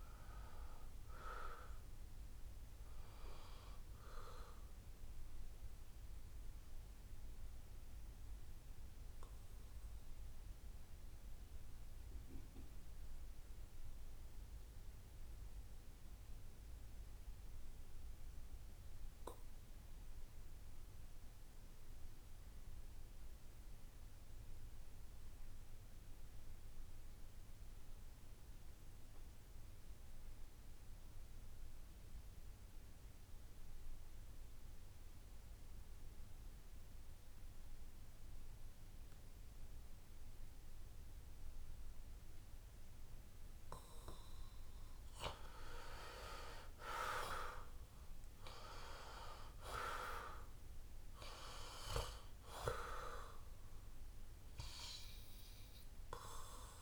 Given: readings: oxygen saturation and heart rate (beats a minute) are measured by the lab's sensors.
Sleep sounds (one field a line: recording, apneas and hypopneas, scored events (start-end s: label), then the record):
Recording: breathing in sleep by a room microphone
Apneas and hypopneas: 1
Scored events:
0.00-13.00 s: oxygen desaturation (device-marked, oxygen 80% lowest, heart rate 63 extreme)
6.00-42.50 s: obstructive apnea (oxygen 94% before, 80% lowest, heart rate 70 before, 63 extreme, up 7 after)
31.00-56.82 s: oxygen desaturation (device-marked, oxygen 96% before, 80% lowest, heart rate 66 before, 66 extreme)
46.50-49.50 s: arousal
From the record:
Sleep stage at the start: N2 (light sleep)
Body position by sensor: on the back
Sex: male